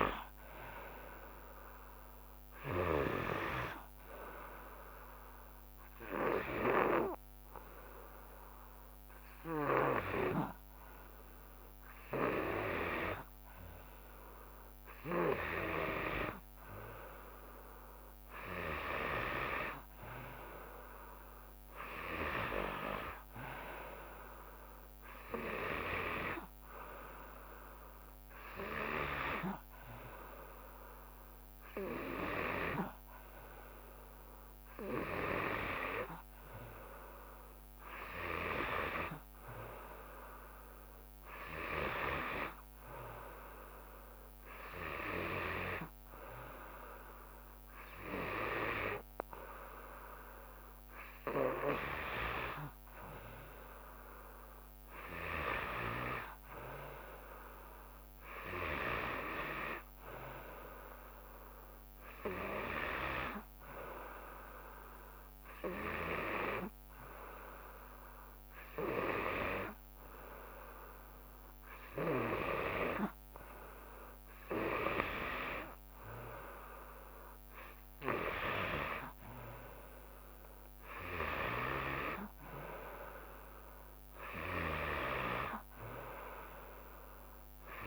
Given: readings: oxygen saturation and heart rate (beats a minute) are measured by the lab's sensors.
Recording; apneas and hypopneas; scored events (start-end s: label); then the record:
breathing in sleep by a microphone on the trachea; 1
0.00-12.00 s: oxygen desaturation (device-marked, oxygen 96% before, 92% lowest, heart rate 72 before, 53 extreme)
5.00-15.00 s: hypopnea (oxygen 96% before, 92% lowest, heart rate 72 before, 53 extreme, up 1 after)
17.50-21.00 s: arousal
21.00-32.00 s: drop in pulse transit time (device-marked, heart rate 71 before, 53 extreme)
25.00-38.00 s: oxygen desaturation (device-marked, oxygen 96% before, 92% lowest, heart rate 67 before, 71 extreme)
52.00-65.00 s: drop in pulse transit time (device-marked, heart rate 72 before, 72 extreme)
From the record:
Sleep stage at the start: N2 (light sleep); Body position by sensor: on the back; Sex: female